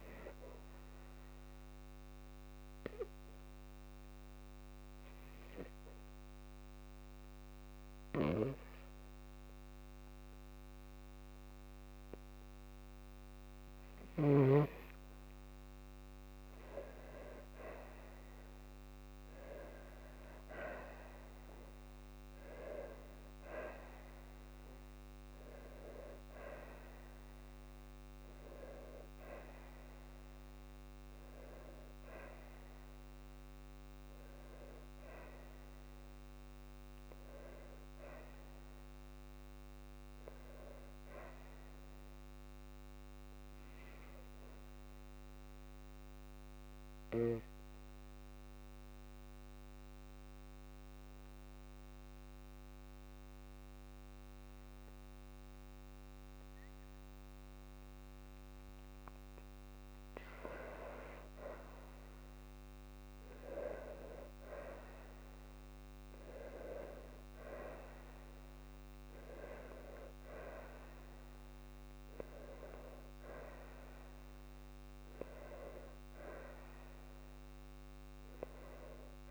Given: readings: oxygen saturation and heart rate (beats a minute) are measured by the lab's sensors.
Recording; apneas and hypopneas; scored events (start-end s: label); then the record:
breathing in sleep by a microphone on the trachea; 2
2.00-16.00 s: obstructive apnea (oxygen 97% before, 93% lowest, heart rate 56 before, 54 extreme, up 4 after)
19.00-23.00 s: arousal
45.50-58.50 s: obstructive apnea (oxygen 96% before, 93% lowest, heart rate 55 before, 52 extreme, up 4 after)
46.00-58.00 s: oxygen desaturation (device-marked, oxygen 96% before, 93% lowest, heart rate 55 before, 52 extreme)
60.00-63.00 s: arousal
From the record:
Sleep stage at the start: N2 (light sleep); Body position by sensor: on the back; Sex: female